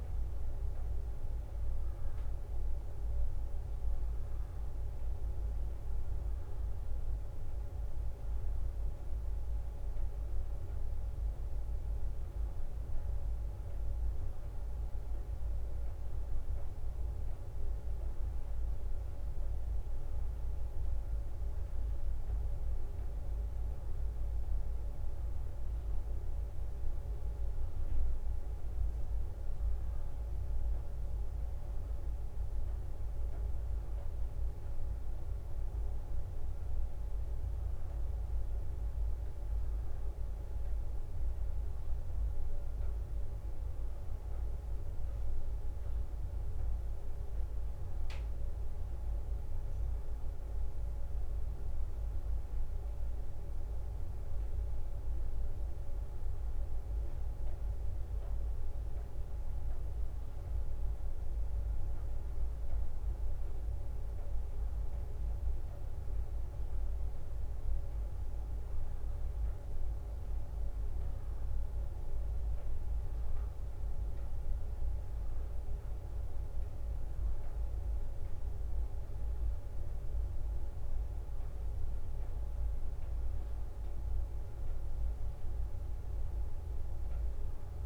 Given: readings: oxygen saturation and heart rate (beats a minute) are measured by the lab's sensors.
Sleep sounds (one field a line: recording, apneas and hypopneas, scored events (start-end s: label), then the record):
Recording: a person awake in a sleep study, hard to hear, by a room microphone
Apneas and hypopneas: none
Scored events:
0.00-4.00 s: leg movement (device-marked)
6.50-14.50 s: leg movement (device-marked)
18.50-24.00 s: leg movement (device-marked)
26.00-33.00 s: leg movement (device-marked)
33.50-39.00 s: leg movement (device-marked)
41.00-48.00 s: leg movement (device-marked)
43.00-53.00 s: drop in pulse transit time (device-marked, heart rate 64 before, 65 extreme)
49.50-55.50 s: leg movement (device-marked)
68.50-72.50 s: leg movement (device-marked)
73.50-77.50 s: leg movement (device-marked)
79.00-84.00 s: leg movement (device-marked)
85.00-87.86 s: leg movement (device-marked)
From the record:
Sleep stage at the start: awake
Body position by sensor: on the back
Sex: female